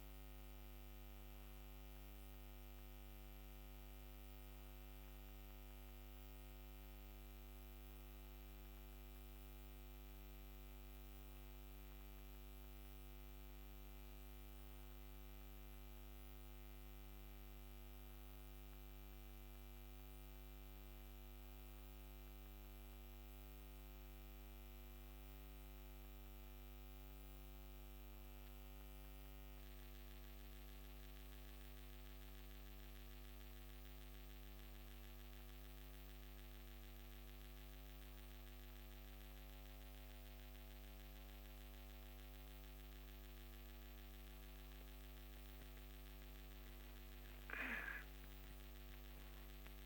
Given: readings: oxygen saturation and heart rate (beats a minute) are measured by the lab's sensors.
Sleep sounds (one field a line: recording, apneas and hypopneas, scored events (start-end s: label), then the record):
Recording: breathing in sleep, hard to hear, by a microphone on the trachea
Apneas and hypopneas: none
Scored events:
none scored
From the record:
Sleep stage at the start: N1 (lightest sleep)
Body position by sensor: on the back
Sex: female